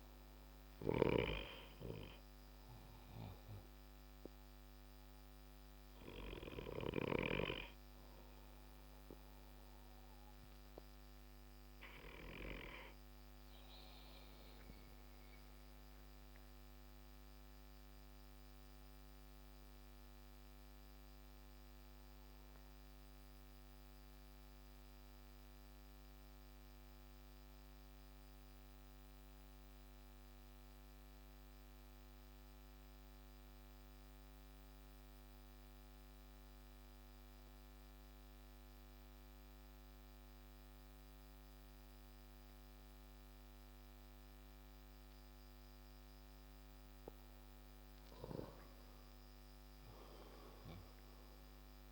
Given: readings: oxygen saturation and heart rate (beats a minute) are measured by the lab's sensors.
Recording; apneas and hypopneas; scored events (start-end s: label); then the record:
breathing in sleep by a microphone on the trachea; 1
6.00-18.00 s: oxygen desaturation (device-marked, oxygen 94% before, 91% lowest)
14.50-46.00 s: obstructive apnea (oxygen 94% before, 93% lowest)
46.00-51.92 s: oxygen desaturation (device-marked, oxygen 98% before, 95% lowest)
48.00-50.50 s: arousal
From the record:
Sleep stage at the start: N2 (light sleep); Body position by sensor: on the back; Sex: male